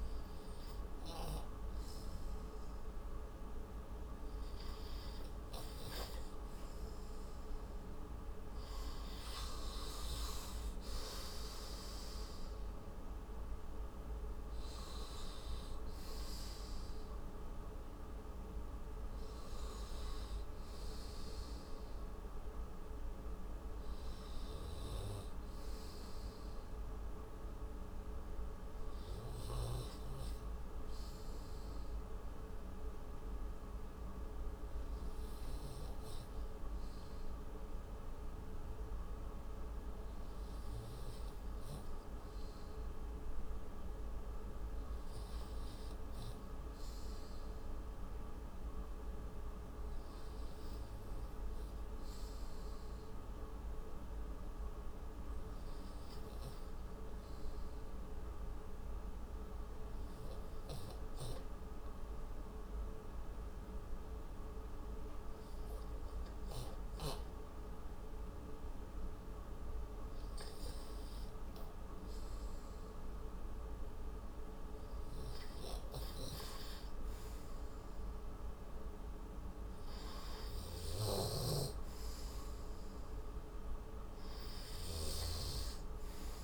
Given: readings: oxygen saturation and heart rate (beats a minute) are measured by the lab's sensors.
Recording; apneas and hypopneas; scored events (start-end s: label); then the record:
breathing in sleep, hard to hear, by a room microphone; 2
0.00-1.00 s: oxygen desaturation (device-marked, oxygen 84% lowest)
4.00-86.44 s: new sleep stage, N2 (light sleep)
7.50-12.00 s: arousal
21.00-33.00 s: oxygen desaturation (device-marked, oxygen 90% before, 87% lowest)
30.00-44.00 s: hypopnea (oxygen 92% before, 89% lowest)
45.50-49.50 s: arousal
58.00-70.50 s: obstructive apnea (oxygen 100% before, 92% lowest, heart rate 60 before, 58 extreme, up 32 after)
62.00-66.00 s: oxygen desaturation (device-marked, oxygen 97% before, 95% lowest, heart rate 61 before, 58 extreme)
76.00-80.00 s: arousal
From the record:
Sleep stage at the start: REM sleep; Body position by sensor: on the right side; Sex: male